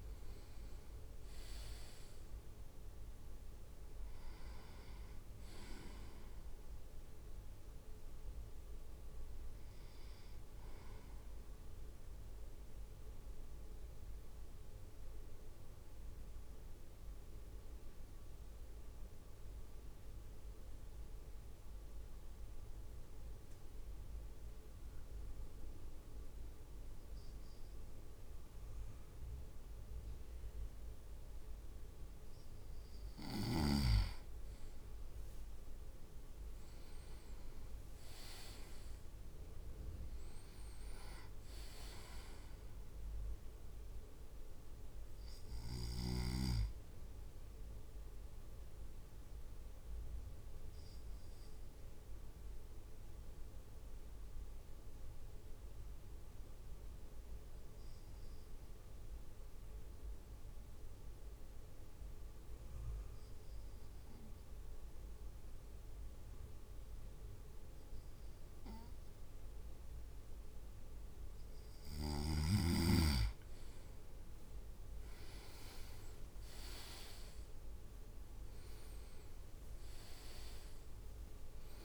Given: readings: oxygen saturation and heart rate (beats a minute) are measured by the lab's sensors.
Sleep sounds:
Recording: breathing in sleep by a room microphone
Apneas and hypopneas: 2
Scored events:
12.50-32.50 s: mixed apnea (oxygen 99% before, 97% lowest)
35.00-38.50 s: arousal
37.00-39.00 s: leg movement (device-marked)
47.00-70.50 s: obstructive apnea (oxygen 99% before, 97% lowest)
78.00-79.00 s: leg movement (device-marked)
79.00-81.85 s: leg movement (device-marked)
81.50-81.85 s: new sleep stage, awake
From the record:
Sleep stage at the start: N2 (light sleep)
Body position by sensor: on the right side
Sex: male

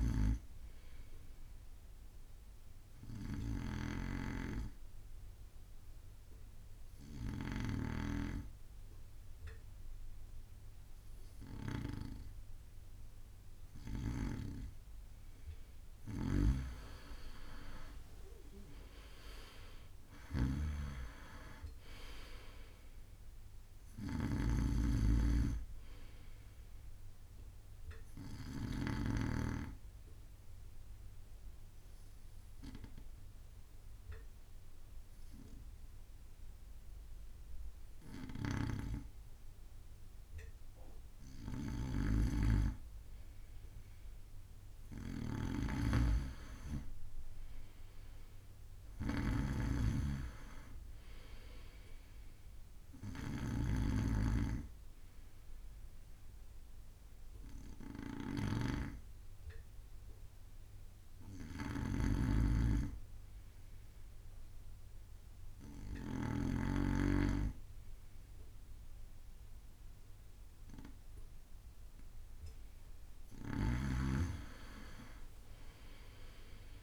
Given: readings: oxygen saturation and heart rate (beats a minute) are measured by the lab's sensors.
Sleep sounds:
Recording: breathing in sleep by a room microphone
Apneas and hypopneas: 3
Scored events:
0.00-8.00 s: snoring (device-marked)
3.00-14.00 s: obstructive apnea (oxygen 99% before, 94% lowest)
16.50-29.50 s: snoring (device-marked)
17.00-21.00 s: arousal
29.00-41.50 s: obstructive apnea (oxygen 97% before, 94% lowest)
38.50-67.00 s: snoring (device-marked)
44.00-49.00 s: arousal
56.00-70.00 s: hypopnea (oxygen 98% before, 95% lowest)
73.50-76.83 s: snoring (device-marked)
74.50-76.83 s: arousal
From the record:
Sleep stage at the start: N2 (light sleep)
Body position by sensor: on the right side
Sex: male

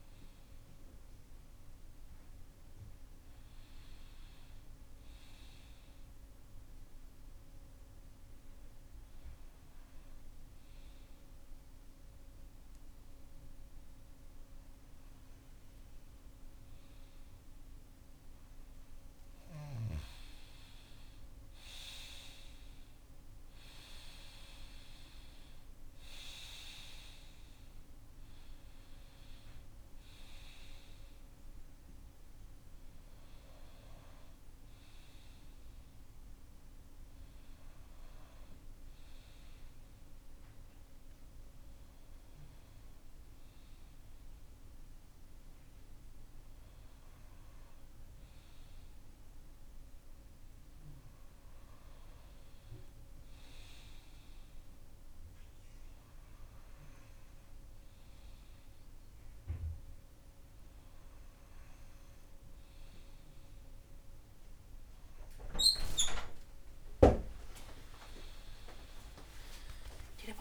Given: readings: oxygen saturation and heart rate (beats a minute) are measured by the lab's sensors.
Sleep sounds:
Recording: breathing in sleep by a room microphone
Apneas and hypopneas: none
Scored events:
none scored
From the record:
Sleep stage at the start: N2 (light sleep)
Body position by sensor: on the front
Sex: male

